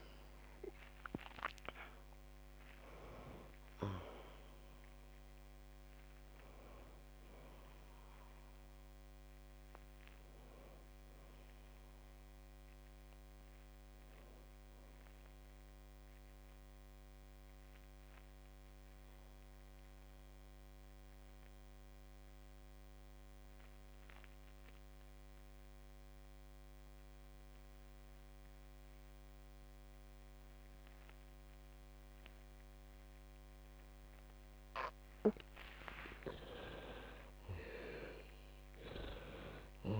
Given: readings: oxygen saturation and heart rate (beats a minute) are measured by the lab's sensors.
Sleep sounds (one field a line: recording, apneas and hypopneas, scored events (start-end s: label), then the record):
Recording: breathing in sleep by a microphone on the trachea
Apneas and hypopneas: 1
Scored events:
0.00-21.00 s: oxygen desaturation (device-marked, oxygen 91% lowest, heart rate 50 extreme)
17.50-35.50 s: obstructive apnea (oxygen 98% before, 89% lowest, heart rate 88 before, 50 extreme, up 31 after)
37.50-40.00 s: arousal
From the record:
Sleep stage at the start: N2 (light sleep)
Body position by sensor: on the back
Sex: female